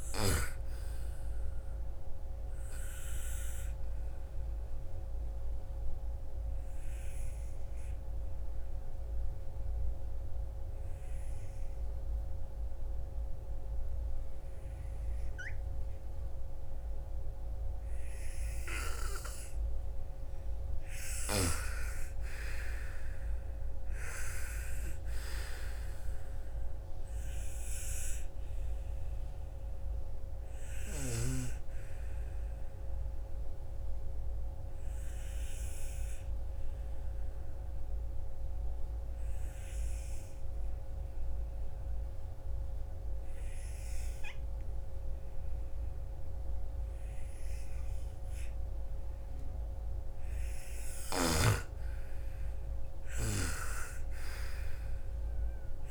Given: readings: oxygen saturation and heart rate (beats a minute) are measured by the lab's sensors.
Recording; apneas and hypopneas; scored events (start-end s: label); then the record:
breathing in sleep by a room microphone; 2
0.00-13.00 s: oxygen desaturation (device-marked, oxygen 85% lowest, heart rate 39 extreme)
2.00-19.00 s: obstructive apnea (oxygen 98% before, 85% lowest, heart rate 54 before, 49 extreme, up 19 after)
21.00-24.00 s: arousal
27.00-39.00 s: oxygen desaturation (device-marked, oxygen 98% before, 90% lowest, heart rate 57 before, 47 extreme)
32.50-48.50 s: obstructive apnea (oxygen 98% before, 89% lowest, heart rate 59 before, 47 extreme, up 10 after)
50.00-55.91 s: oxygen desaturation (device-marked, oxygen 98% before, 89% lowest, heart rate 56 before, 55 extreme)
51.00-55.50 s: arousal
From the record:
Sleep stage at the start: N2 (light sleep); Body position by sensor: on the right side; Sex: female